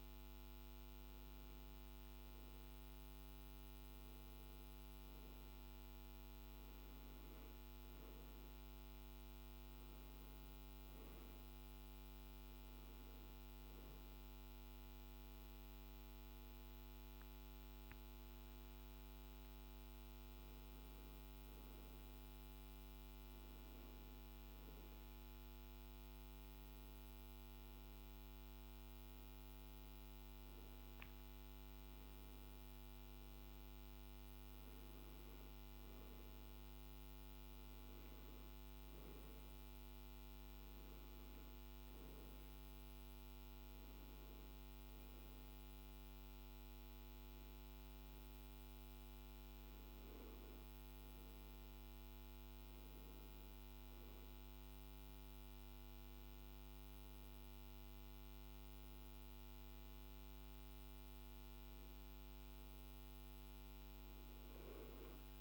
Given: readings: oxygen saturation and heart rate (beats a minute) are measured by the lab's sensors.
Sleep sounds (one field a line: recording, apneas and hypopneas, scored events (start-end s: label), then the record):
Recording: breathing in sleep, hard to hear, by a microphone on the trachea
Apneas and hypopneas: none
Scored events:
60.00-65.41 s: new sleep stage, N2 (light sleep)
From the record:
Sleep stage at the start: N1 (lightest sleep)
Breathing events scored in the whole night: 54 in 5.5 hours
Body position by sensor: on the back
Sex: male